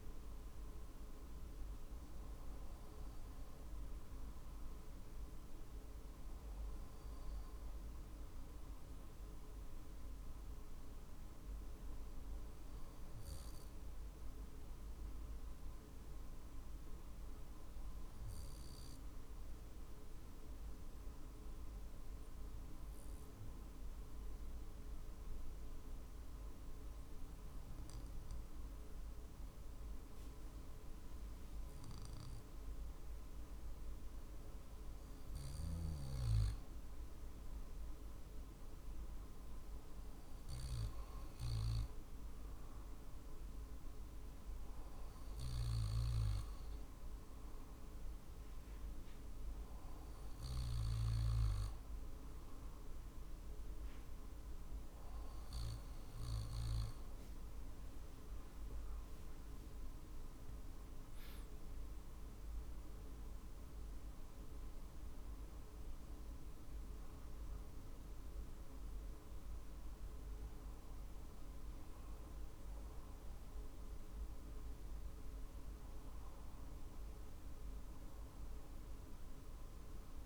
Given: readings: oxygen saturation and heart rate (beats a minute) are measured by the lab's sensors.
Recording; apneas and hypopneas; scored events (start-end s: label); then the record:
breathing in sleep, hard to hear, by a room microphone; 1
10.00-32.00 s: obstructive apnea (oxygen 96% before, 92% lowest, heart rate 47 before, 46 extreme, up 3 after)
17.50-30.50 s: oxygen desaturation (device-marked, oxygen 96% before, 92% lowest, heart rate 47 before, 47 extreme)
33.50-45.50 s: drop in pulse transit time (device-marked, heart rate 47 before, 48 extreme)
35.50-40.00 s: arousal
59.00-64.00 s: arousal
From the record:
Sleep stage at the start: N2 (light sleep); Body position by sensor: on the back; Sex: male